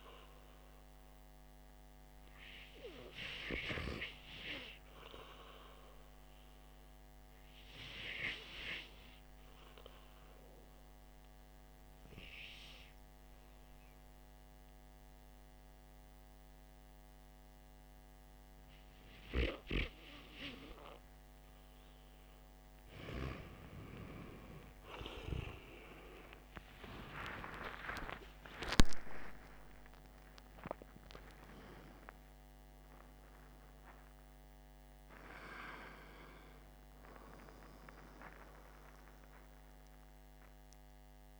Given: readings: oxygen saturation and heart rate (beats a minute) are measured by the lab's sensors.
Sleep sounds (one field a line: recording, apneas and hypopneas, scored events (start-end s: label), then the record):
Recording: breathing in sleep by a microphone on the trachea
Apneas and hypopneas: 1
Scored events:
13.00-23.00 s: mixed apnea (oxygen 98% before, 92% lowest, heart rate 53 before, 55 extreme, up 10 after)
16.00-41.40 s: oxygen desaturation (device-marked, oxygen 97% before, 92% lowest, heart rate 54 before, 49 extreme)
25.50-30.00 s: arousal
From the record:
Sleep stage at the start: REM sleep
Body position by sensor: on the back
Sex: male